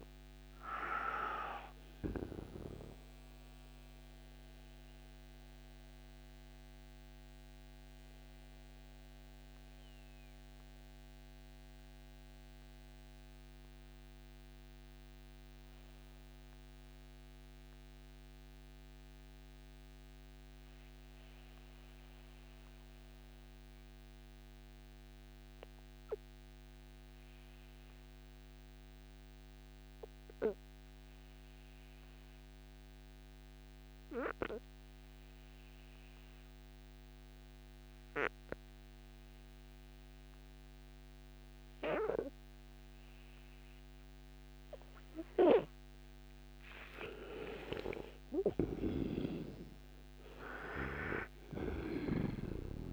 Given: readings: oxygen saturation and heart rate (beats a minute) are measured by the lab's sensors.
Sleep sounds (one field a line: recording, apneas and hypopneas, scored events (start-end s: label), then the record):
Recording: breathing in sleep by a microphone on the trachea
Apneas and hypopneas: 1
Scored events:
0.00-18.50 s: oxygen desaturation (device-marked, oxygen 83% lowest, heart rate 57 extreme)
1.00-46.50 s: mixed apnea (oxygen 99% before, 77% lowest, heart rate 77 before, 57 extreme, up 41 after)
34.50-52.93 s: oxygen desaturation (device-marked, oxygen 98% before, 77% lowest, heart rate 61 before, 58 extreme)
47.00-52.50 s: arousal
48.00-51.50 s: snoring (device-marked)
From the record:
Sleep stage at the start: N2 (light sleep)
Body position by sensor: on the right side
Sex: male